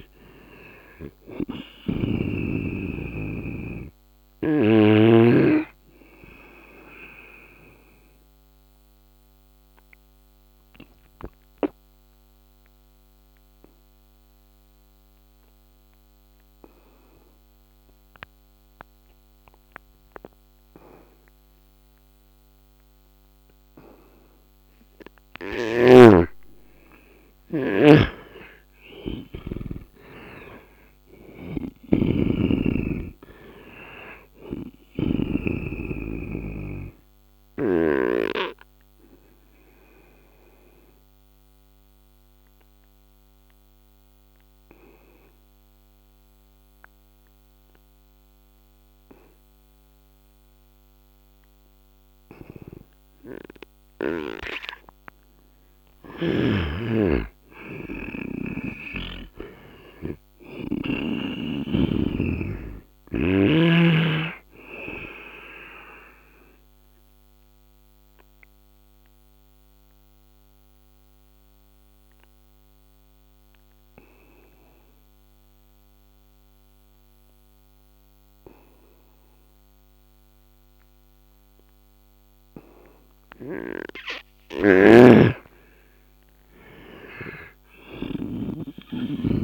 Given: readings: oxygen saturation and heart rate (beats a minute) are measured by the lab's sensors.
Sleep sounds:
breathing in sleep by a microphone on the trachea; 3
0.00-6.50 s: oxygen desaturation (device-marked, oxygen 91% lowest, heart rate 74 extreme)
7.00-24.50 s: obstructive apnea (oxygen 97% before, 85% lowest, heart rate 76 before, 71 extreme, up 8 after)
18.50-28.50 s: oxygen desaturation (device-marked, oxygen 92% before, 87% lowest, heart rate 78 before, 71 extreme)
25.00-29.00 s: snoring (device-marked)
27.50-32.00 s: arousal
31.00-37.50 s: snoring (device-marked)
37.50-53.50 s: obstructive apnea (oxygen 98% before, 85% lowest, heart rate 79 before, 67 extreme, up 8 after)
49.50-61.50 s: oxygen desaturation (device-marked, oxygen 96% before, 85% lowest, heart rate 77 before, 67 extreme)
55.50-60.50 s: snoring (device-marked)
57.50-62.00 s: arousal
66.00-83.00 s: obstructive apnea (oxygen 98% before, 86% lowest, heart rate 75 before, 67 extreme, up 11 after)
81.50-89.44 s: oxygen desaturation (device-marked, oxygen 95% before, 88% lowest, heart rate 73 before, 68 extreme)
84.00-89.44 s: snoring (device-marked)
85.00-89.00 s: arousal
From the record:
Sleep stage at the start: N2 (light sleep); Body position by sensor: on the right side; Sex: male

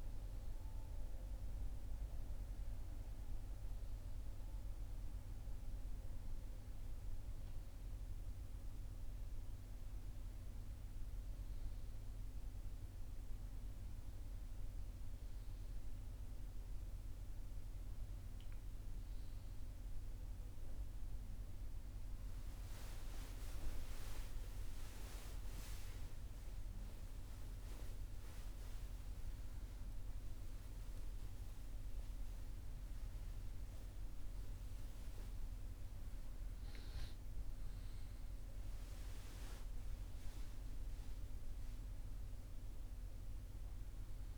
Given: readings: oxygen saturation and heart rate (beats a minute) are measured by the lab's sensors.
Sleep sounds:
breathing in sleep, hard to hear, by a room microphone; none
23.50-28.50 s: arousal
From the record:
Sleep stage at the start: N1 (lightest sleep); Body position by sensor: on the right side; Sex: male

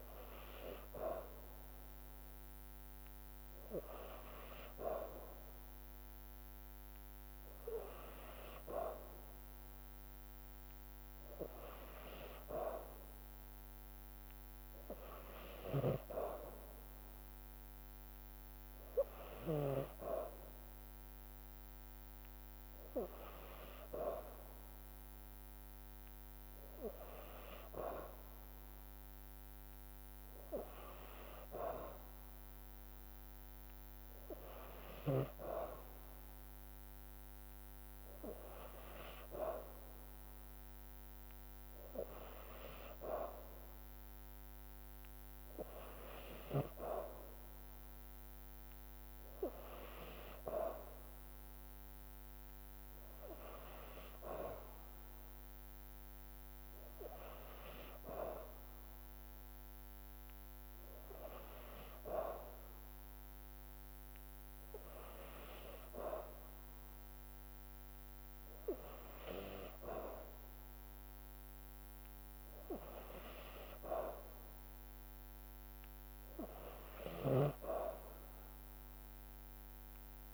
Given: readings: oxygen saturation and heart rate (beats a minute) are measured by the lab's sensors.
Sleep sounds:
breathing in sleep by a microphone on the trachea; none
15.00-19.50 s: snoring (device-marked)
19.50-29.50 s: drop in pulse transit time (device-marked, heart rate 56 before, 57 extreme)
71.00-73.00 s: long interval between heartbeats (device-marked, heart rate 57 before, 66 extreme)
78.00-80.00 s: long interval between heartbeats (device-marked, heart rate 59 before, 61 extreme)
From the record:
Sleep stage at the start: N2 (light sleep); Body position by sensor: on the back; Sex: female

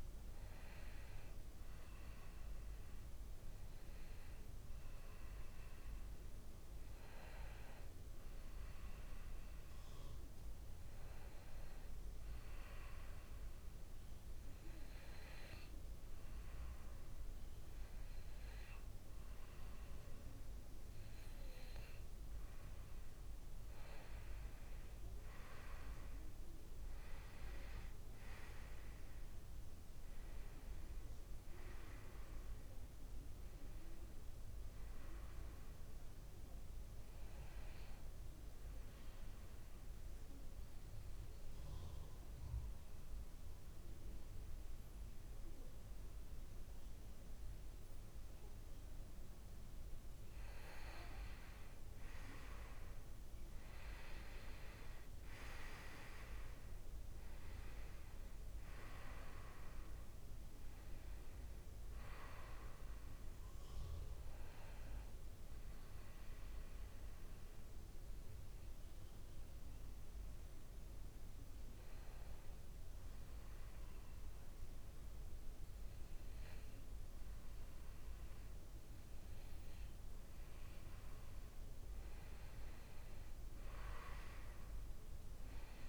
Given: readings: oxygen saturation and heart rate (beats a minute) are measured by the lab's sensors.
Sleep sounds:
breathing in sleep by a room microphone; 3
0.00-5.50 s: oxygen desaturation (device-marked, oxygen 93% lowest, heart rate 62 extreme)
2.00-22.50 s: obstructive apnea (oxygen 96% before, 93% lowest, heart rate 63 before, 61 extreme, up 1 after)
24.50-28.00 s: arousal
35.50-50.00 s: obstructive apnea (oxygen 96% before, 93% lowest, heart rate 63 before, 60 extreme, up 2 after)
54.00-58.00 s: arousal
54.50-69.50 s: oxygen desaturation (device-marked, oxygen 96% before, 93% lowest, heart rate 62 before, 57 extreme)
63.50-80.50 s: obstructive apnea (oxygen 96% before, 94% lowest, heart rate 63 before, 57 extreme, up 2 after)
81.50-84.00 s: arousal
From the record:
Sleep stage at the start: N2 (light sleep); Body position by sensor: on the back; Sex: male

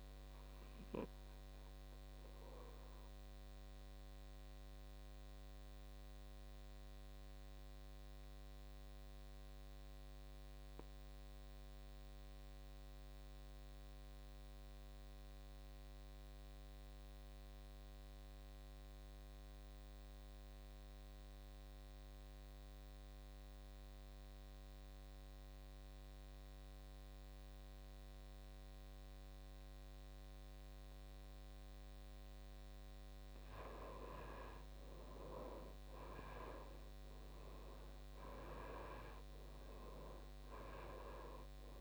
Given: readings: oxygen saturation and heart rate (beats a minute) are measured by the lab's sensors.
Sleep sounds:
breathing in sleep by a microphone on the trachea; 1
0.00-11.50 s: oxygen desaturation (device-marked, oxygen 83% lowest, heart rate 53 extreme)
1.00-32.00 s: obstructive apnea (oxygen 99% before, 80% lowest, heart rate 66 before, 53 extreme, up 10 after)
29.50-41.81 s: oxygen desaturation (device-marked, oxygen 98% before, 80% lowest, heart rate 56 before, 54 extreme)
34.00-37.50 s: arousal
From the record:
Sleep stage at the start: N2 (light sleep); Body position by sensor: on the back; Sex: male

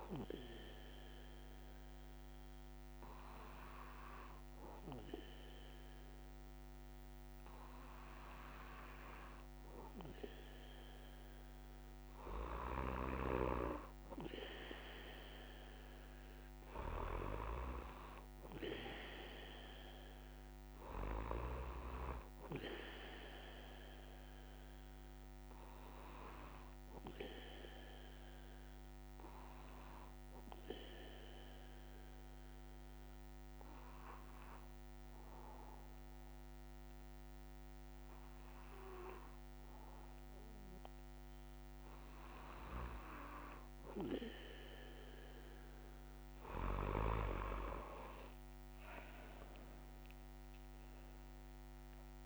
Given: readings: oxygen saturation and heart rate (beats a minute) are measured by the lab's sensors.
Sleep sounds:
breathing in sleep by a microphone on the trachea; 1
27.50-42.00 s: obstructive apnea (oxygen 95% before, 93% lowest, heart rate 124 before, 82 extreme)
From the record:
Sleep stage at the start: N1 (lightest sleep); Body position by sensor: on the back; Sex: male

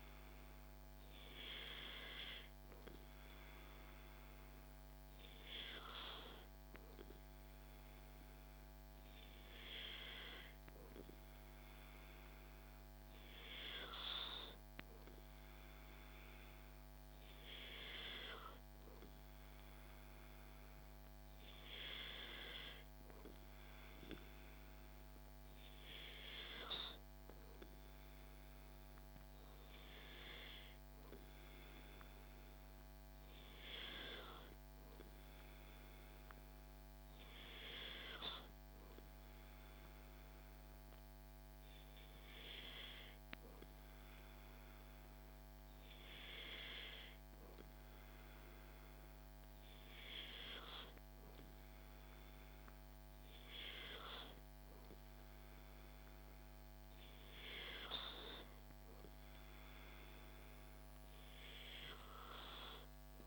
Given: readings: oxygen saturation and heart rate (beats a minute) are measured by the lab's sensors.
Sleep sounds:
breathing in sleep by a microphone on the trachea; none
none scored
From the record:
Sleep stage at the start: N2 (light sleep); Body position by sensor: on the back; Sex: male

